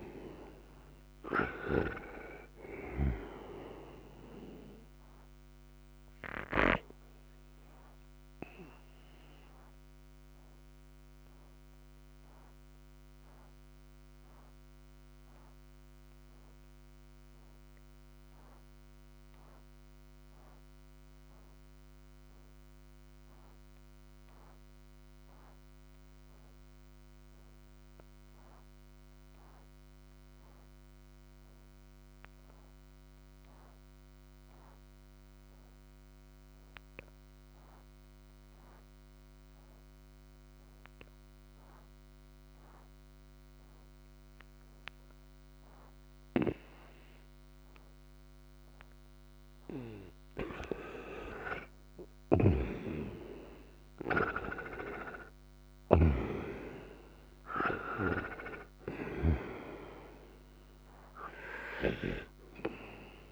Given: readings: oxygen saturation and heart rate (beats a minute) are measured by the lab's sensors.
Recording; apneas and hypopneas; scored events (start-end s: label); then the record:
breathing in sleep by a microphone on the trachea; 1
0.00-24.50 s: oxygen desaturation (device-marked, oxygen 87% lowest, heart rate 59 extreme)
6.00-49.50 s: obstructive apnea (oxygen 98% before, 83% lowest, heart rate 65 before, 59 extreme, up 47 after)
36.50-63.32 s: oxygen desaturation (device-marked, oxygen 98% before, 83% lowest, heart rate 59 before, 58 extreme)
50.50-55.00 s: arousal
52.00-59.50 s: snoring (device-marked)
61.50-63.32 s: snoring (device-marked)
From the record:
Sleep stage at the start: N2 (light sleep); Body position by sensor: on the right side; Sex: male